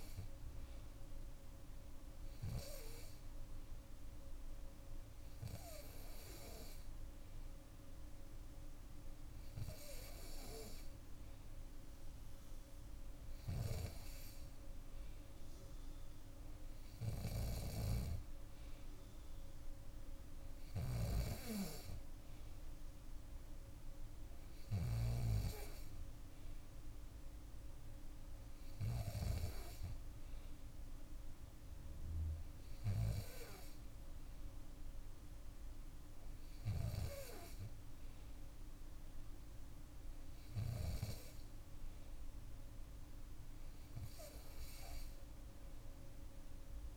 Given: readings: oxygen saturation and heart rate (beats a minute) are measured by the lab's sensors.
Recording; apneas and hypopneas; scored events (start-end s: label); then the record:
breathing in sleep by a room microphone; none
20.00-26.00 s: bradycardia (device-marked, heart rate 64 before, 59 extreme)
From the record:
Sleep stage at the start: N2 (light sleep); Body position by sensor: on the back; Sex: female